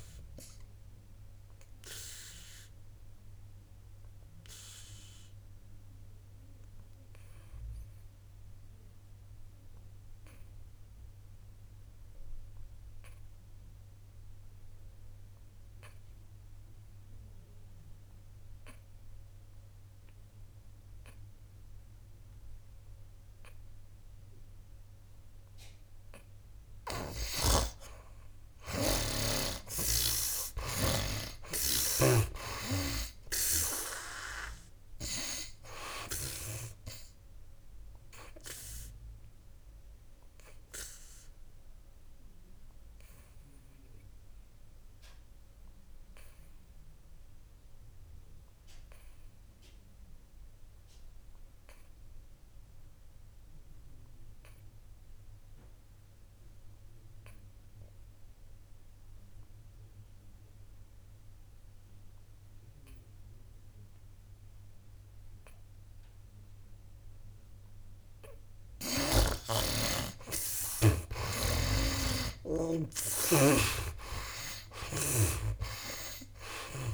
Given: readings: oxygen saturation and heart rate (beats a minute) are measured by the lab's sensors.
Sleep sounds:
breathing in sleep by a room microphone; 2
0.00-23.50 s: oxygen desaturation (device-marked, oxygen 69% lowest, heart rate 59 extreme)
1.50-27.50 s: obstructive apnea (oxygen 93% before, 69% lowest, heart rate 73 before, 59 extreme, up 17 after)
25.50-59.50 s: oxygen desaturation (device-marked, oxygen 97% before, 69% lowest, heart rate 64 before, 59 extreme)
27.00-30.50 s: snoring (device-marked)
31.00-34.50 s: arousal
38.00-68.50 s: obstructive apnea (oxygen 97% before, 68% lowest, heart rate 66 before, 59 extreme, up 17 after)
64.50-76.94 s: oxygen desaturation (device-marked, oxygen 94% before, 68% lowest, heart rate 61 before, 59 extreme)
71.50-75.50 s: snoring (device-marked)
71.50-76.00 s: arousal
From the record:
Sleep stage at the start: N2 (light sleep); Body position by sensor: on the back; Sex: male

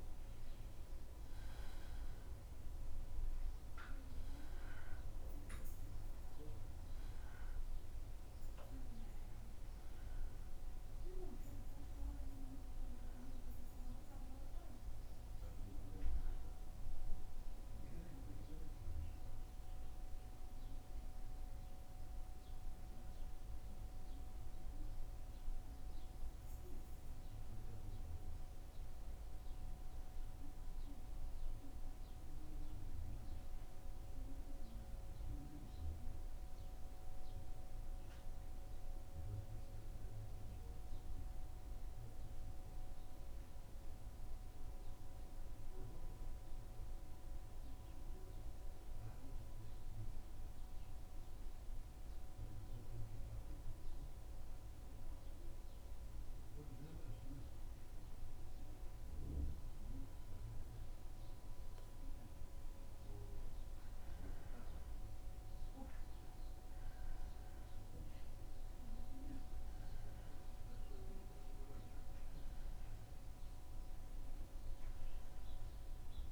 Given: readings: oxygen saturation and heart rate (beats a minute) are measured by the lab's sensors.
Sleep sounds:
breathing in sleep, hard to hear, by a room microphone; 1
27.50-32.00 s: arousal
28.00-48.00 s: oxygen desaturation (device-marked, oxygen 95% before, 89% lowest, heart rate 78 before, 74 extreme)
35.00-51.00 s: mixed apnea (oxygen 95% before, 90% lowest, heart rate 78 before, 74 extreme, up 0 after)
53.00-57.00 s: arousal
From the record:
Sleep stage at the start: N1 (lightest sleep); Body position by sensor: on the back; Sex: male

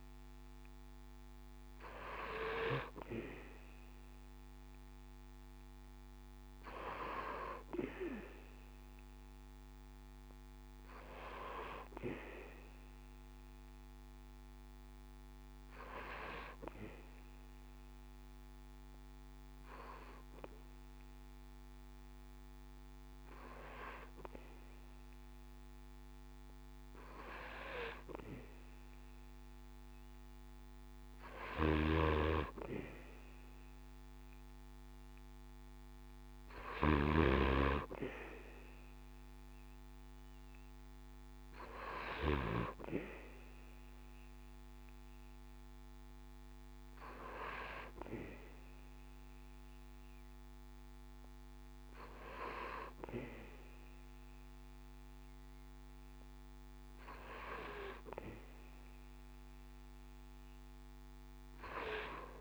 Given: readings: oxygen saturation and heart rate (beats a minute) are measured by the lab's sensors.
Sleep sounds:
breathing in sleep by a microphone on the trachea; none
31.50-37.00 s: snoring (device-marked)
From the record:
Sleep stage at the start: N2 (light sleep); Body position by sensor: on the back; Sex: male

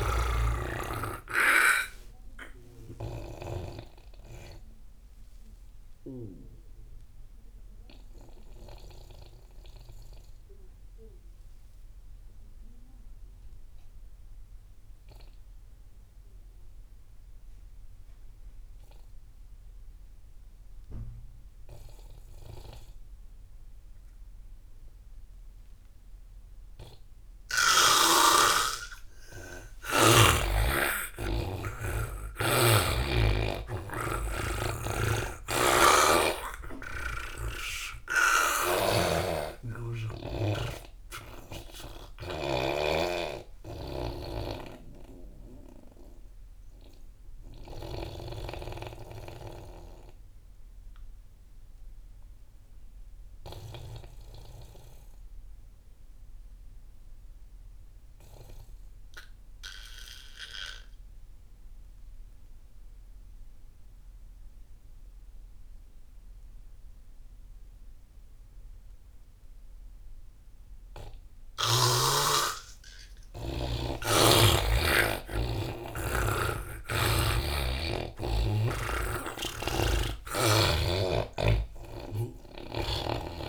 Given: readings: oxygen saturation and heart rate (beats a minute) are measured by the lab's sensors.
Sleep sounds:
breathing in sleep by a room microphone; 2
0.00-17.00 s: oxygen desaturation (device-marked, oxygen 83% lowest)
4.50-28.00 s: obstructive apnea (oxygen 99% before, 80% lowest)
29.00-53.00 s: oxygen desaturation (device-marked, oxygen 99% before, 82% lowest)
30.50-35.00 s: arousal
35.50-43.50 s: snoring (device-marked)
44.50-71.50 s: obstructive apnea (oxygen 99% before, 80% lowest)
67.00-83.49 s: oxygen desaturation (device-marked, oxygen 99% before, 80% lowest)
73.50-78.50 s: arousal
77.00-80.50 s: snoring (device-marked)
From the record:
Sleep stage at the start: N2 (light sleep); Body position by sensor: on the back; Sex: male

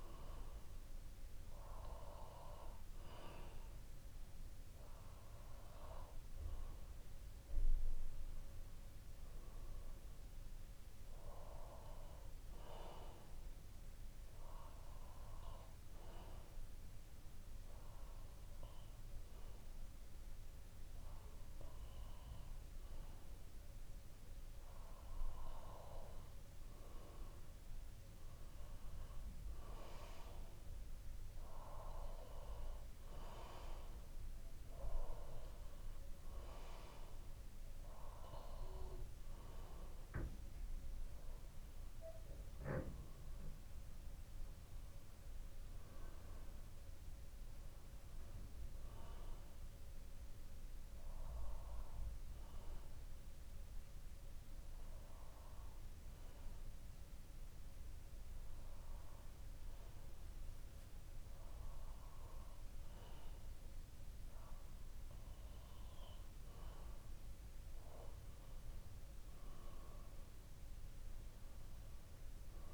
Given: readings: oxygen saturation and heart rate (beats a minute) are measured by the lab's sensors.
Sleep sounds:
breathing in sleep by a room microphone; 2
16.00-27.00 s: obstructive apnea (oxygen 94% before, 92% lowest, heart rate 62 before, 60 extreme, up 2 after)
31.50-35.50 s: arousal
49.50-62.50 s: bradycardia (device-marked, heart rate 63 before, 58 extreme)
51.00-66.00 s: obstructive apnea (oxygen 93% before, 92% lowest, heart rate 61 before, 58 extreme, up 5 after)
68.50-72.00 s: arousal
From the record:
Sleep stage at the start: N2 (light sleep); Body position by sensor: on the back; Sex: male

